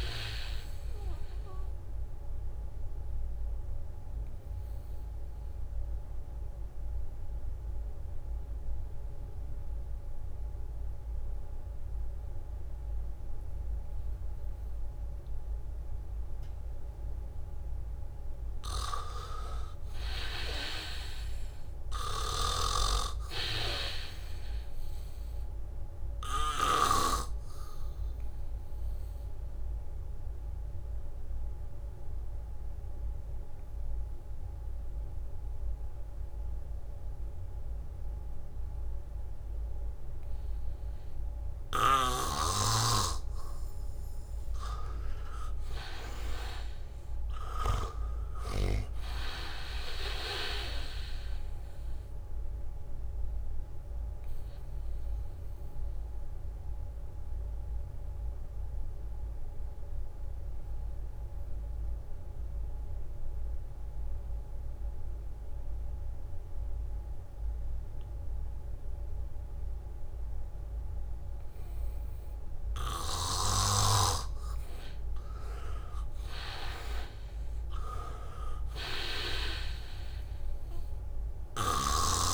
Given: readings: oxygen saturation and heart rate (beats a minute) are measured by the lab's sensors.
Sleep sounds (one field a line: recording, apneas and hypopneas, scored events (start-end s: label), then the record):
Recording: breathing in sleep by a room microphone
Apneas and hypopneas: 3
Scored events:
0.00-11.50 s: oxygen desaturation (device-marked, oxygen 83% lowest, heart rate 78 extreme)
2.50-14.00 s: obstructive apnea (oxygen 98% before, 83% lowest, heart rate 78 before, 78 extreme, up 2 after)
20.50-24.00 s: arousal
22.50-38.50 s: oxygen desaturation (device-marked, oxygen 98% before, 86% lowest, heart rate 80 before, 75 extreme)
23.00-27.50 s: snoring (device-marked)
29.00-42.50 s: obstructive apnea (oxygen 98% before, 83% lowest, heart rate 80 before, 75 extreme, up 0 after)
40.50-71.50 s: oxygen desaturation (device-marked, oxygen 98% before, 83% lowest, heart rate 79 before, 75 extreme)
42.50-48.50 s: snoring (device-marked)
45.00-48.50 s: arousal
53.50-73.00 s: obstructive apnea (oxygen 98% before, 83% lowest, heart rate 78 before, 75 extreme, up 1 after)
69.00-77.50 s: leg movement (device-marked)
73.50-82.34 s: oxygen desaturation (device-marked, oxygen 98% before, 83% lowest, heart rate 76 before, 75 extreme)
75.00-79.50 s: arousal
79.00-80.50 s: leg movement (device-marked)
From the record:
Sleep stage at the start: N2 (light sleep)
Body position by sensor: on the back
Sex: male